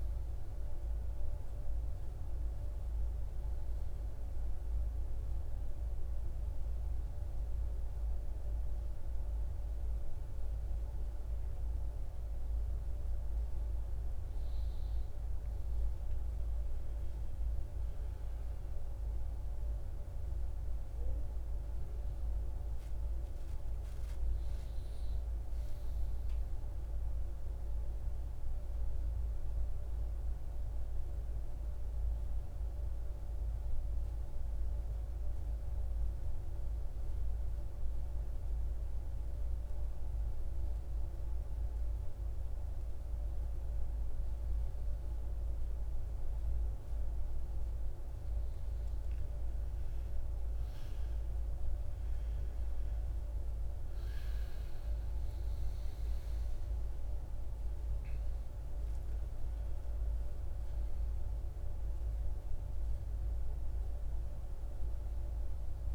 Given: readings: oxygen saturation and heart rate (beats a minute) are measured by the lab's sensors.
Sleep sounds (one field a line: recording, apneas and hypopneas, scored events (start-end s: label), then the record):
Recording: breathing in sleep, hard to hear, by a room microphone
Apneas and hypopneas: 1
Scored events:
0.00-1.00 s: oxygen desaturation (device-marked, oxygen 89% lowest, heart rate 54 extreme)
23.00-28.00 s: arousal
24.00-39.00 s: oxygen desaturation (device-marked, oxygen 97% before, 92% lowest, heart rate 57 before, 55 extreme)
32.00-47.00 s: central apnea (oxygen 97% before, 88% lowest, heart rate 60 before, 55 extreme, up 12 after)
53.00-65.95 s: oxygen desaturation (device-marked, oxygen 95% before, 88% lowest, heart rate 58 before, 55 extreme)
54.00-58.00 s: arousal
From the record:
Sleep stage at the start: N2 (light sleep)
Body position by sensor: on the right side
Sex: male